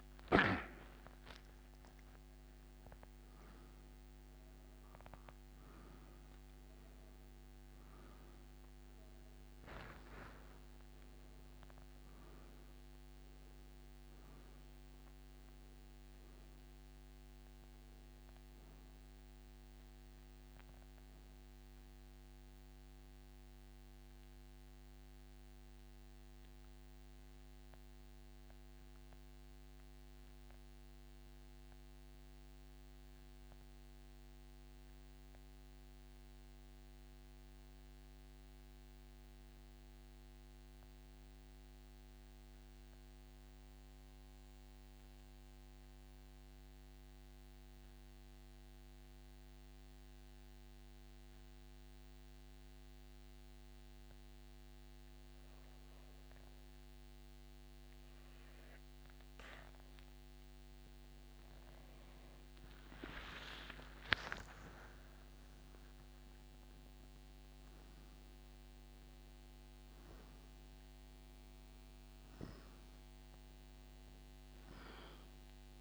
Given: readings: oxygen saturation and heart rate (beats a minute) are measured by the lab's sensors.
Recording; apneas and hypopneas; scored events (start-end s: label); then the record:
breathing in sleep by a microphone on the trachea; 1
6.00-11.00 s: oxygen desaturation (device-marked, oxygen 97% before, 93% lowest, heart rate 84 before, 77 extreme)
26.50-59.50 s: mixed apnea (oxygen 97% before, 84% lowest, heart rate 90 before, 69 extreme, up 10 after)
34.00-53.00 s: oxygen desaturation (device-marked, oxygen 93% before, 84% lowest, heart rate 87 before, 70 extreme)
63.50-68.00 s: arousal
From the record:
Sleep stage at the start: N2 (light sleep); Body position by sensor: on the back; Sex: male